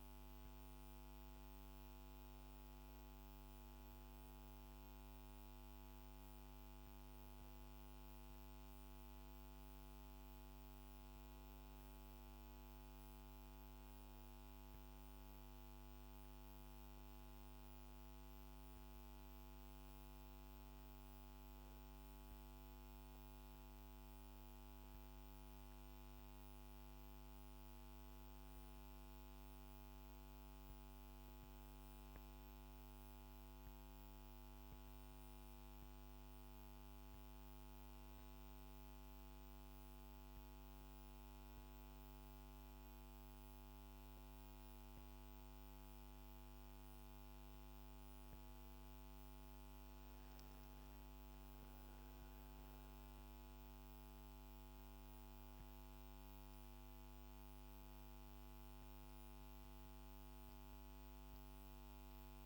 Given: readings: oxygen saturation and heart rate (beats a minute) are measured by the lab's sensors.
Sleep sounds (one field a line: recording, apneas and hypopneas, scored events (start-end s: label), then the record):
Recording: breathing in sleep, hard to hear, by a microphone on the trachea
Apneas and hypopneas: none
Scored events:
0.00-1.50 s: arousal
27.00-31.00 s: arousal
55.00-58.50 s: arousal
From the record:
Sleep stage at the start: N2 (light sleep)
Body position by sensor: on the back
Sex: female